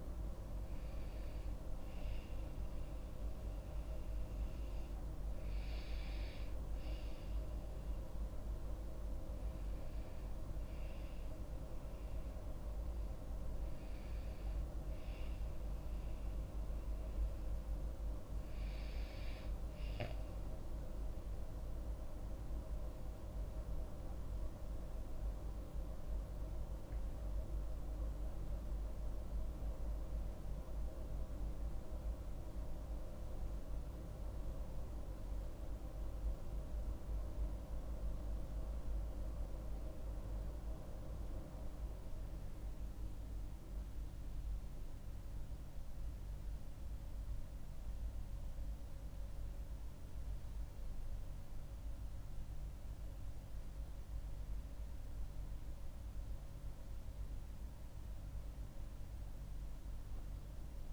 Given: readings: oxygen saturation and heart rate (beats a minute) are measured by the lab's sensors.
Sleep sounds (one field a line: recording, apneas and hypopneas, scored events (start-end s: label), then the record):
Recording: breathing in sleep by a room microphone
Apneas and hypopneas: none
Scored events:
none scored
From the record:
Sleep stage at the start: N1 (lightest sleep)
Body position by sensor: on the back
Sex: female